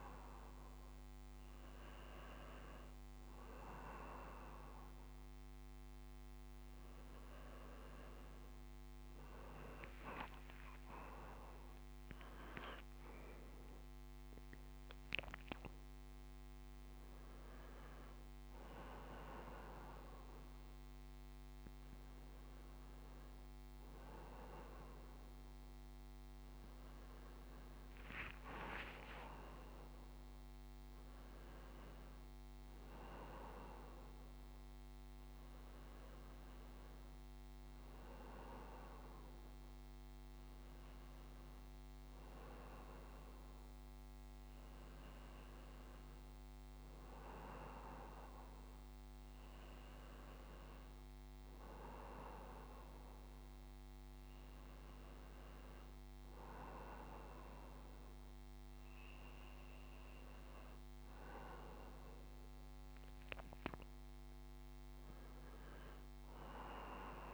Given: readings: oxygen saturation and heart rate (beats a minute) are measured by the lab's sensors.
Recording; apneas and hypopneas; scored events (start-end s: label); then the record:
breathing in sleep by a microphone on the trachea; none
9.00-13.50 s: arousal
From the record:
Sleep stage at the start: N1 (lightest sleep); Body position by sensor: on the back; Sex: male